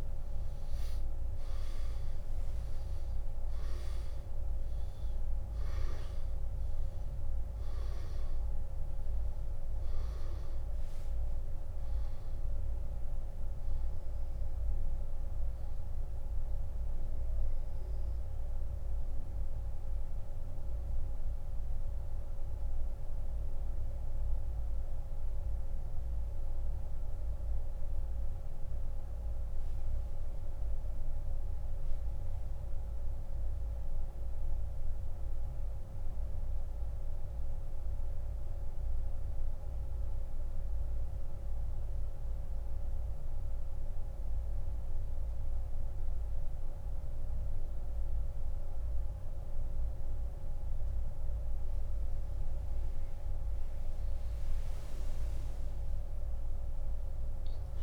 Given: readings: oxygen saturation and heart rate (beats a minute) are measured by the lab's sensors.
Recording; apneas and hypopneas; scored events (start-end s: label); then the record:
breathing in sleep, hard to hear, by a room microphone; 1
9.50-53.50 s: oxygen desaturation (device-marked, oxygen 97% before, 84% lowest, heart rate 68 before, 47 extreme)
18.50-53.00 s: central apnea (oxygen 98% before, 84% lowest, heart rate 60 before, 47 extreme, up 7 after)
56.00-57.83 s: arousal
From the record:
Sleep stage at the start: N2 (light sleep); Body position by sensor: on the back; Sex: male